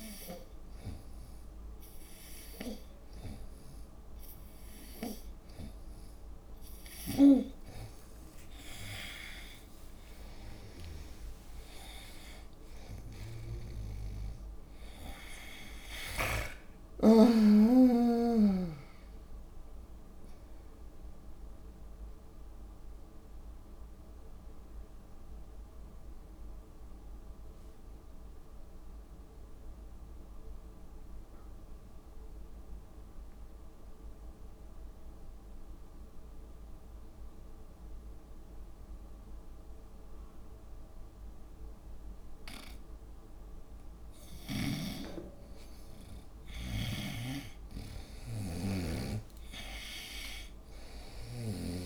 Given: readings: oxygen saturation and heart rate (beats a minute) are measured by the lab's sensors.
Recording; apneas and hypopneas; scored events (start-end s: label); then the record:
breathing in sleep by a room microphone; 1
2.50-7.50 s: snoring (device-marked)
9.50-15.00 s: arousal
22.00-43.00 s: mixed apnea (oxygen 89% before, 87% lowest, heart rate 83 before, 70 extreme, up 4 after)
44.50-51.86 s: oxygen desaturation (device-marked, oxygen 98% before, 87% lowest, heart rate 73 before, 70 extreme)
45.50-50.00 s: arousal
47.00-51.50 s: snoring (device-marked)
From the record:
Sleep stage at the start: N2 (light sleep); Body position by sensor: on the back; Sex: female